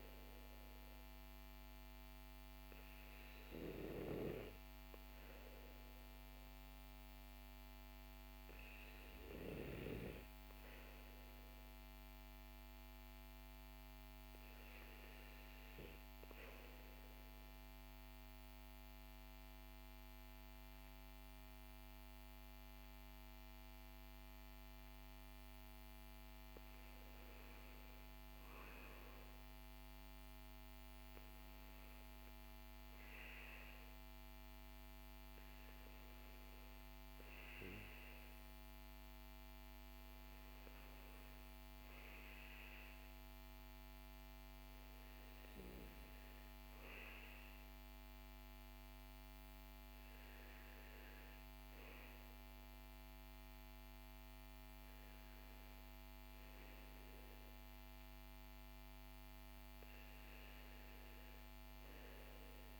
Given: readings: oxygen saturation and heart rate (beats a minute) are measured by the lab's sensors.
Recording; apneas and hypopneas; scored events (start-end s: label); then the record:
breathing in sleep, hard to hear, by a microphone on the trachea; 1
16.50-26.50 s: mixed apnea (oxygen 98% before, 94% lowest, heart rate 51 before, 51 extreme, up 8 after)
28.50-33.50 s: arousal
From the record:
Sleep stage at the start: REM sleep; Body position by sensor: on the back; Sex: male